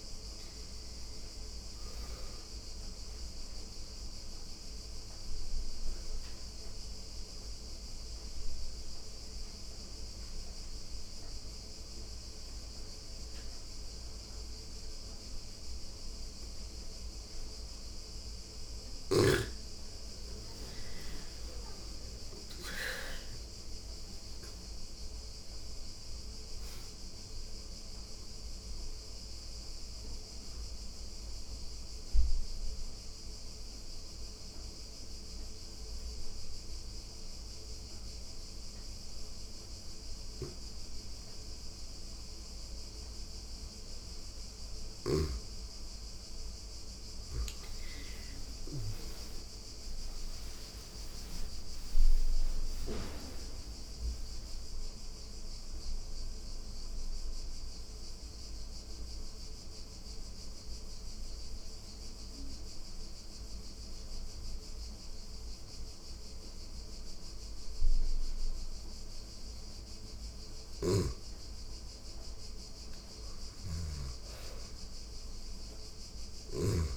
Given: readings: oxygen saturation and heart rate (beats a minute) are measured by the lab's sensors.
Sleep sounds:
breathing in sleep by a room microphone; 3
2.50-17.50 s: obstructive apnea (oxygen 97% before, 87% lowest, heart rate 86 before, 84 extreme, up 8 after)
4.00-16.00 s: oxygen desaturation (device-marked, oxygen 97% before, 91% lowest, heart rate 85 before, 84 extreme)
20.00-24.50 s: arousal
25.00-40.00 s: oxygen desaturation (device-marked, oxygen 97% before, 87% lowest, heart rate 86 before, 86 extreme)
29.50-44.00 s: obstructive apnea (oxygen 97% before, 87% lowest, heart rate 87 before, 85 extreme, up 22 after)
46.00-51.50 s: arousal
51.00-67.00 s: oxygen desaturation (device-marked, oxygen 99% before, 89% lowest, heart rate 88 before, 84 extreme)
55.50-69.00 s: mixed apnea (oxygen 99% before, 85% lowest, heart rate 92 before, 84 extreme, up 1 after)
69.00-76.97 s: oxygen desaturation (device-marked, oxygen 99% before, 88% lowest, heart rate 96 before, 85 extreme)
69.50-76.97 s: snoring (device-marked)
72.00-76.00 s: arousal
From the record:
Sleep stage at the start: N2 (light sleep); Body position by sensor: on the back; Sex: female

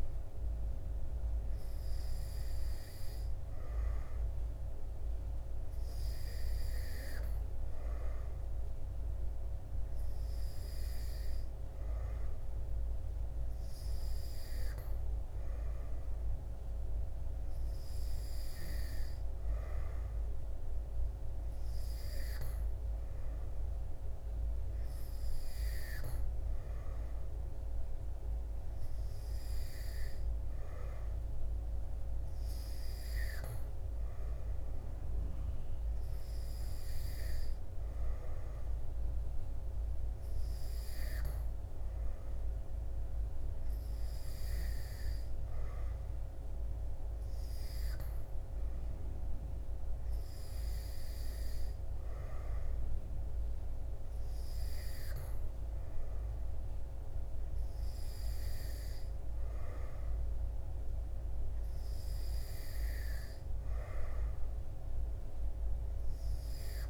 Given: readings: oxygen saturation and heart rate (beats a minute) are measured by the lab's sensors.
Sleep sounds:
breathing in sleep, hard to hear, by a room microphone; none
56.00-66.90 s: new sleep stage, N2 (light sleep)
From the record:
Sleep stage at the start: N3 (deep sleep); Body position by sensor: on the back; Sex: male

